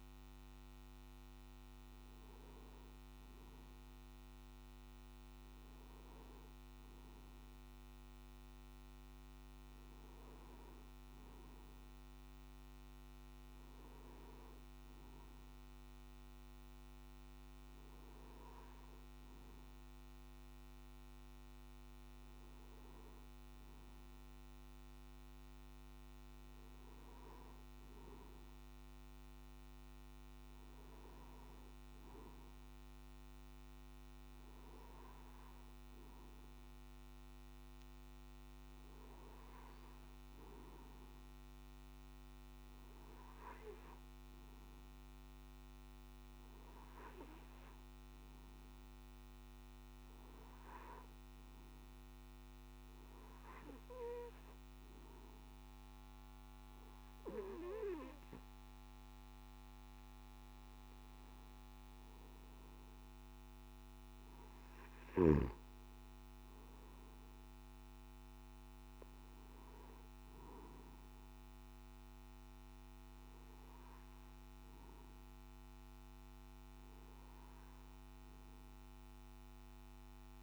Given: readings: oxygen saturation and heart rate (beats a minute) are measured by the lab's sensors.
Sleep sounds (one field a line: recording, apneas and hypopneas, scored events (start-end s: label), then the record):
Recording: breathing in sleep, hard to hear, by a microphone on the trachea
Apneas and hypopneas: none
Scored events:
48.00-80.43 s: new sleep stage, N2 (light sleep)
From the record:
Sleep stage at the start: N1 (lightest sleep)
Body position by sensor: on the back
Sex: male